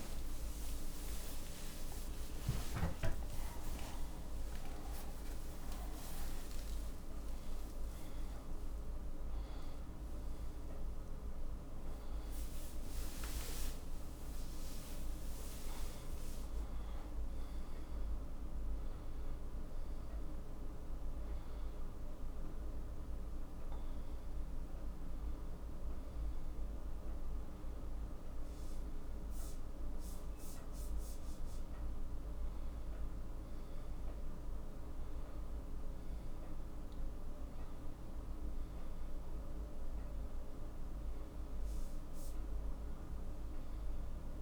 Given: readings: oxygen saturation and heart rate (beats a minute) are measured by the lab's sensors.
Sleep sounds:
a person awake in a sleep study, hard to hear, by a room microphone; none
24.50-44.42 s: new sleep stage, N1 (lightest sleep)
From the record:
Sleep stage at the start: awake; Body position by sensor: on the back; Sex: male

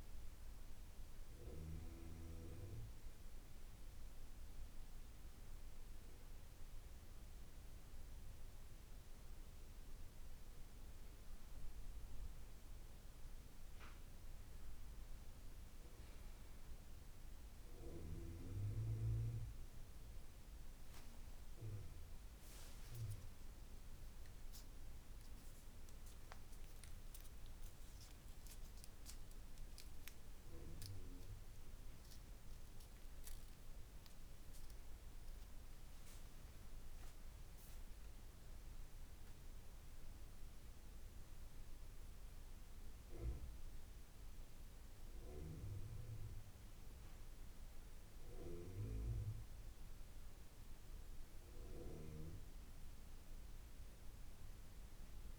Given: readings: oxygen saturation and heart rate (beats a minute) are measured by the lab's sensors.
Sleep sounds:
breathing in sleep by a room microphone; none
none scored
From the record:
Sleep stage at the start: N2 (light sleep); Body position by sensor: on the back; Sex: male

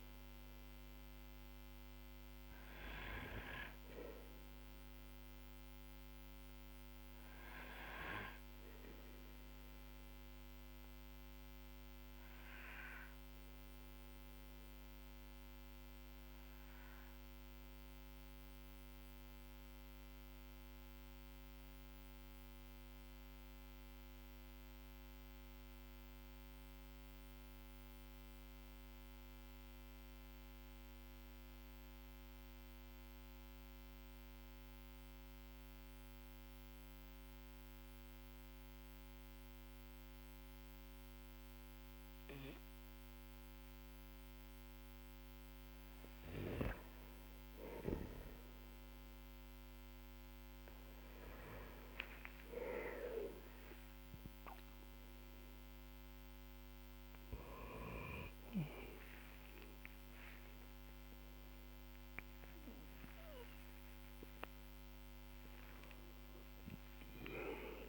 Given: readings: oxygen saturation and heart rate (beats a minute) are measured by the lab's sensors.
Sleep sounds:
breathing in sleep by a microphone on the trachea; 1
0.00-2.50 s: arousal
0.00-28.50 s: oxygen desaturation (device-marked, oxygen 93% lowest, heart rate 43 extreme)
6.00-43.50 s: obstructive apnea (oxygen 98% before, 92% lowest, heart rate 52 before, 44 extreme, up 11 after)
44.00-49.00 s: arousal
61.50-67.88 s: oxygen desaturation (device-marked, oxygen 96% before, 92% lowest, heart rate 58 before, 46 extreme)
63.00-67.00 s: arousal
From the record:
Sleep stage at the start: N2 (light sleep); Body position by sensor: on the back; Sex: male

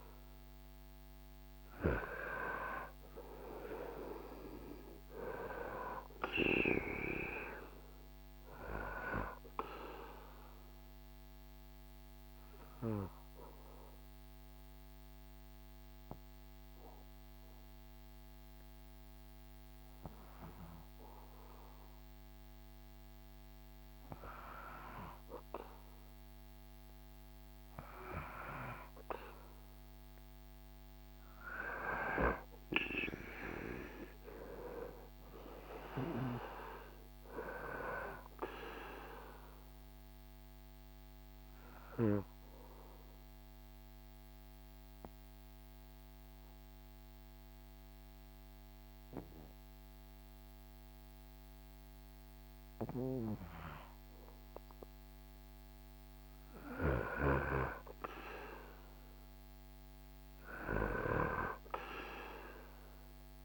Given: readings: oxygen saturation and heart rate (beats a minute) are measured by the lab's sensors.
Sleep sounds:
breathing in sleep by a microphone on the trachea; 2
0.00-4.50 s: arousal
7.50-23.50 s: oxygen desaturation (device-marked, oxygen 98% before, 94% lowest, heart rate 75 before, 66 extreme)
9.00-26.00 s: obstructive apnea (oxygen 98% before, 94% lowest, heart rate 76 before, 66 extreme, up 7 after)
27.50-32.50 s: arousal
31.50-55.50 s: oxygen desaturation (device-marked, oxygen 98% before, 94% lowest, heart rate 71 before, 66 extreme)
38.50-55.50 s: obstructive apnea (oxygen 98% before, 94% lowest, heart rate 74 before, 66 extreme, up 10 after)
39.50-63.45 s: new sleep stage, N2 (light sleep)
58.50-62.00 s: arousal
From the record:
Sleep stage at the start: REM sleep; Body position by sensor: on the back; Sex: male

